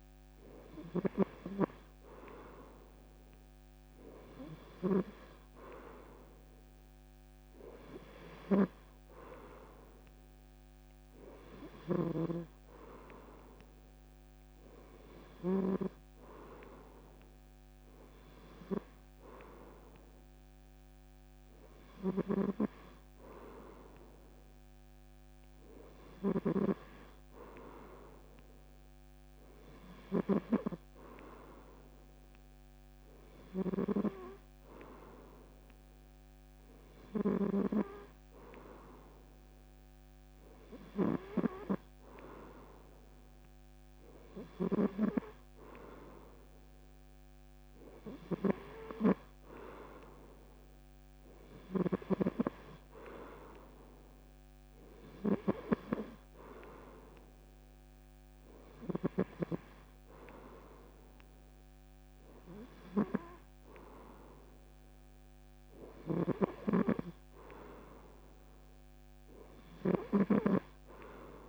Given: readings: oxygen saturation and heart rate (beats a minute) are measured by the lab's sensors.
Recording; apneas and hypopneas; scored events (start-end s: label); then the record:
breathing in sleep by a microphone on the trachea; none
66.00-71.49 s: snoring (device-marked)
From the record:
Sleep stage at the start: N2 (light sleep); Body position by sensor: on the back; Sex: male